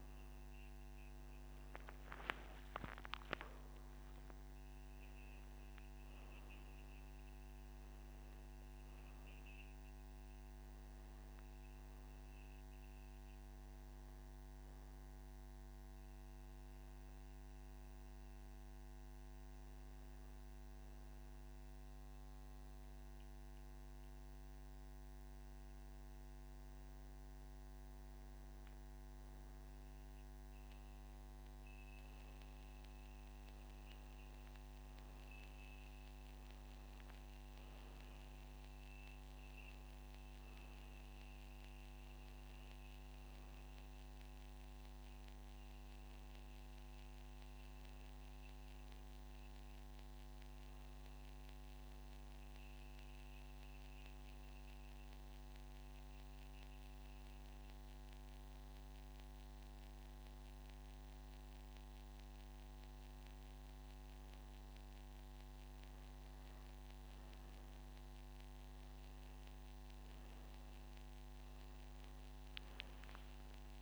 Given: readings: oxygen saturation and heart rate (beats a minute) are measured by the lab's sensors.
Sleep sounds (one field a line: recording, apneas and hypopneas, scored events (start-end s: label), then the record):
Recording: breathing in sleep, hard to hear, by a microphone on the trachea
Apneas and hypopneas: none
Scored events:
none scored
From the record:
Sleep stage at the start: N1 (lightest sleep)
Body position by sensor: on the back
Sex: male